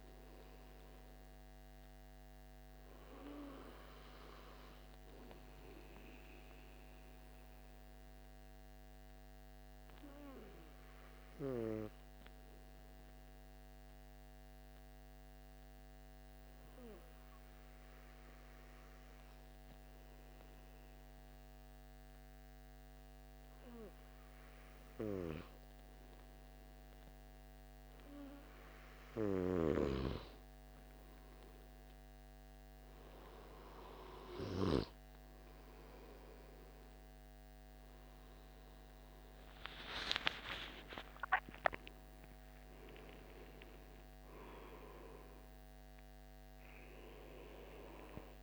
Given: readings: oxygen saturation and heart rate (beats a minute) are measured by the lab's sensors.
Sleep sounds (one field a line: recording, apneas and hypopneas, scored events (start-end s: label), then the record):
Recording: breathing in sleep by a microphone on the trachea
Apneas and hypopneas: 1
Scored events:
7.00-26.50 s: obstructive apnea (oxygen 96% before, 91% lowest, heart rate 67 before, 42 extreme, up 11 after)
38.50-42.50 s: arousal
45.00-48.43 s: oxygen desaturation (device-marked, oxygen 94% before, 91% lowest, heart rate 67 before, 69 extreme)
From the record:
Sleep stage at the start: N2 (light sleep)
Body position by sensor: on the back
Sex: male